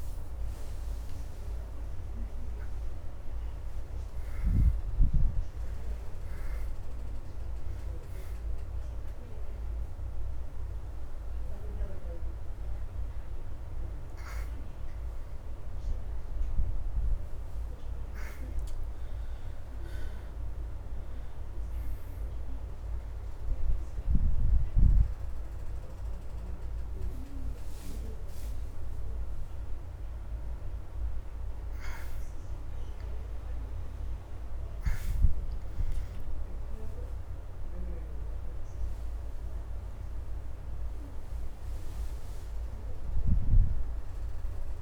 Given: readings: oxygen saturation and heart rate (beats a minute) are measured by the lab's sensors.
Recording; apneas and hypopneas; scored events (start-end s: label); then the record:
a person awake in a sleep study, hard to hear, by a room microphone; none
1.00-13.00 s: oxygen desaturation (device-marked, oxygen 91% before, 86% lowest, heart rate 84 before, 81 extreme)
22.00-30.00 s: oxygen desaturation (device-marked, oxygen 92% before, 85% lowest, heart rate 83 before, 83 extreme)
From the record:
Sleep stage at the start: awake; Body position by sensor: on the back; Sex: female